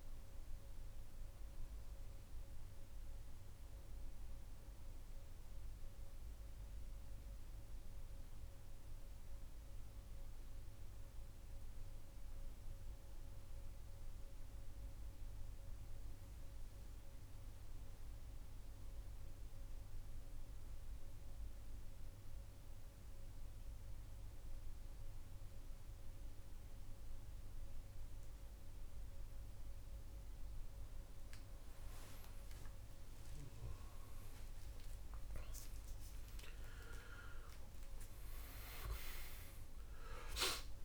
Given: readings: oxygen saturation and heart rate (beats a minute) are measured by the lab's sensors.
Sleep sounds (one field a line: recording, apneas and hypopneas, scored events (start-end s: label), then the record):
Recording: breathing in sleep by a room microphone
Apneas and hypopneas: 1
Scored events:
0.00-3.50 s: arousal
7.00-29.50 s: mixed apnea (oxygen 97% before, 90% lowest, heart rate 68 before, 65 extreme, up 14 after)
21.50-40.84 s: oxygen desaturation (device-marked, oxygen 96% before, 91% lowest, heart rate 68 before, 67 extreme)
32.00-37.00 s: arousal
From the record:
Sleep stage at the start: N2 (light sleep)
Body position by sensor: on the right side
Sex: male